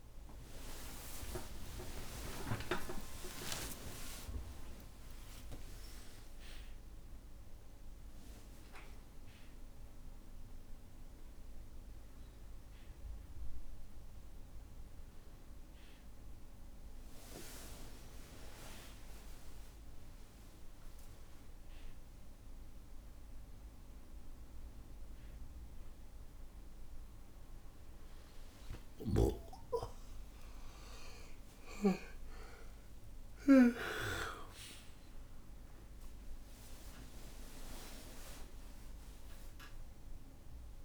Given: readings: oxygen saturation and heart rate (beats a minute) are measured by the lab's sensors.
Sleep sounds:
breathing in sleep by a room microphone; none
0.50-2.50 s: long interval between heartbeats (device-marked, heart rate 64 before, 72 extreme)
29.00-33.00 s: arousal
From the record:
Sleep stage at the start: N1 (lightest sleep); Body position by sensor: on the back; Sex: male

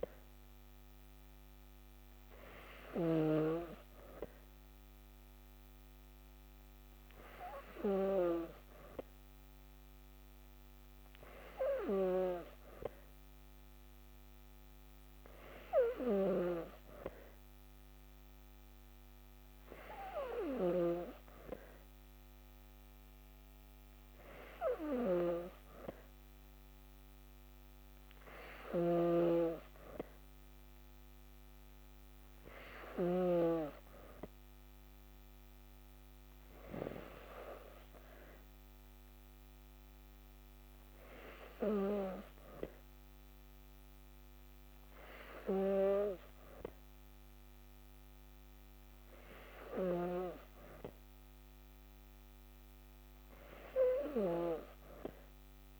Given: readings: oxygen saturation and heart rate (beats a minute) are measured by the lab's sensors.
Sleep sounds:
breathing in sleep by a microphone on the trachea; none
0.00-3.00 s: snoring (device-marked)
28.50-33.00 s: snoring (device-marked)
From the record:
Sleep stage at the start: N2 (light sleep); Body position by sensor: on the back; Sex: female

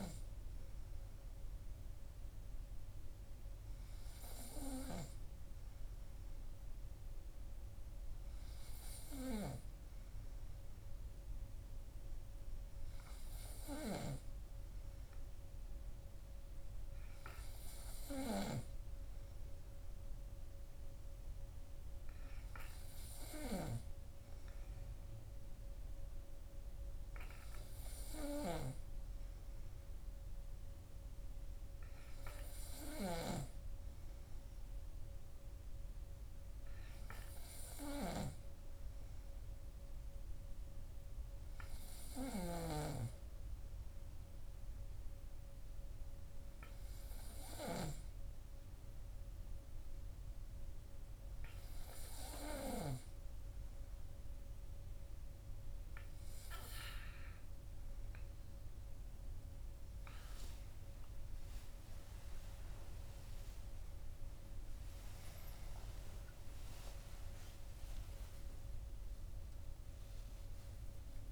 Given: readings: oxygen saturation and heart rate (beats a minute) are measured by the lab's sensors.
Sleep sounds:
breathing in sleep by a room microphone; none
56.00-71.32 s: new sleep stage, awake
From the record:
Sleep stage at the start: N2 (light sleep); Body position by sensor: on the right side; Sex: male

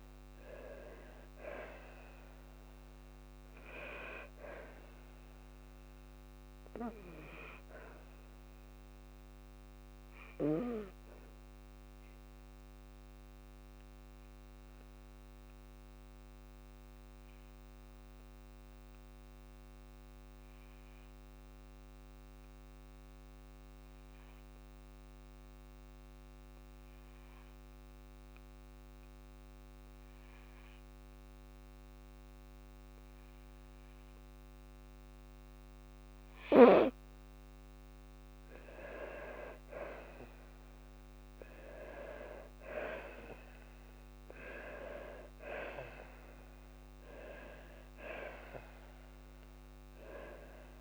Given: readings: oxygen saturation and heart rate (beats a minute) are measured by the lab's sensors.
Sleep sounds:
breathing in sleep by a microphone on the trachea; 1
10.50-35.50 s: obstructive apnea (oxygen 98% before, 90% lowest, heart rate 59 before, 53 extreme, up 4 after)
18.50-32.50 s: oxygen desaturation (device-marked, oxygen 97% before, 90% lowest, heart rate 57 before, 53 extreme)
39.00-41.50 s: arousal
From the record:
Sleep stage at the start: N2 (light sleep); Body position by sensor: on the back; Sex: female

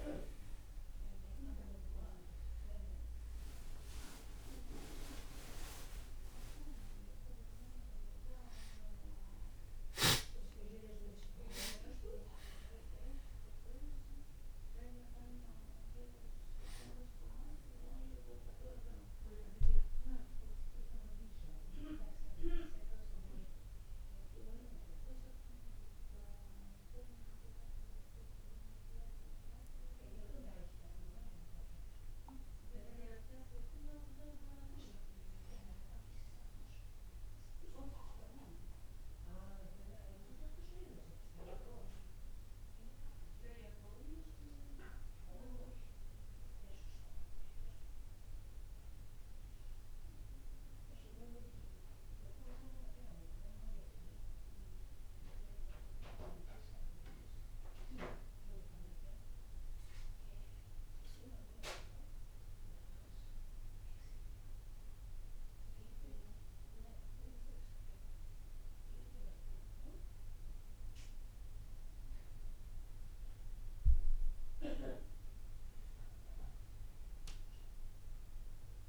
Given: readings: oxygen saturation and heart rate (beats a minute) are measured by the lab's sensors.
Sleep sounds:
breathing in sleep by a room microphone; none
0.00-2.50 s: arousal
43.00-78.89 s: new sleep stage, N2 (light sleep)
From the record:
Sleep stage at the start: N1 (lightest sleep); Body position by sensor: on the back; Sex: male

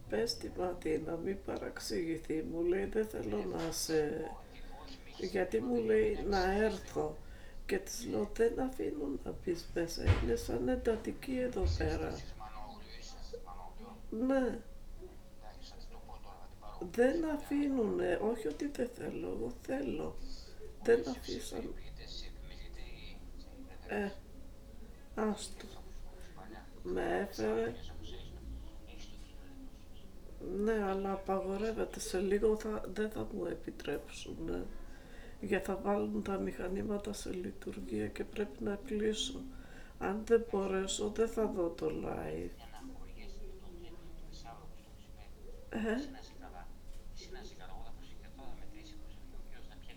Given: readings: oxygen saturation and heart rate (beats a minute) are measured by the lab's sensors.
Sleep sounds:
a person awake in a sleep study, by a room microphone; none
0.00-9.00 s: snoring (device-marked)
From the record:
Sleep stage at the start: awake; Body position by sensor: on the back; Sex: female

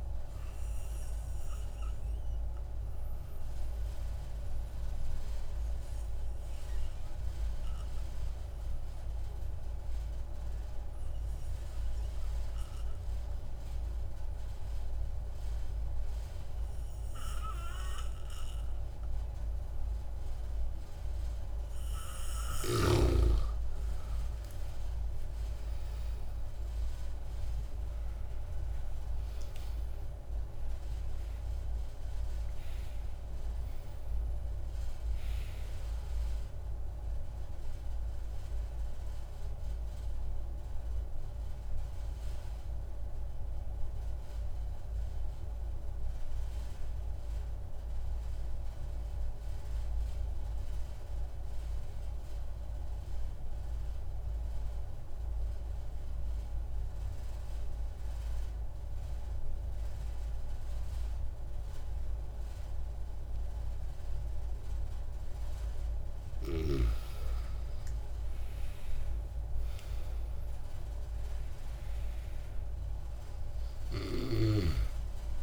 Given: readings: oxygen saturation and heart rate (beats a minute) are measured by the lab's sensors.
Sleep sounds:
breathing in sleep, hard to hear, by a room microphone; 2
0.50-20.50 s: obstructive apnea (oxygen 96% before, 93% lowest)
25.50-29.00 s: arousal
31.00-51.00 s: oxygen desaturation (device-marked, oxygen 98% before, 94% lowest)
38.00-64.00 s: obstructive apnea (oxygen 98% before, 93% lowest)
66.00-70.00 s: arousal
68.00-75.43 s: oxygen desaturation (device-marked, oxygen 97% before, 93% lowest)
From the record:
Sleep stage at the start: N2 (light sleep); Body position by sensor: on the back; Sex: male

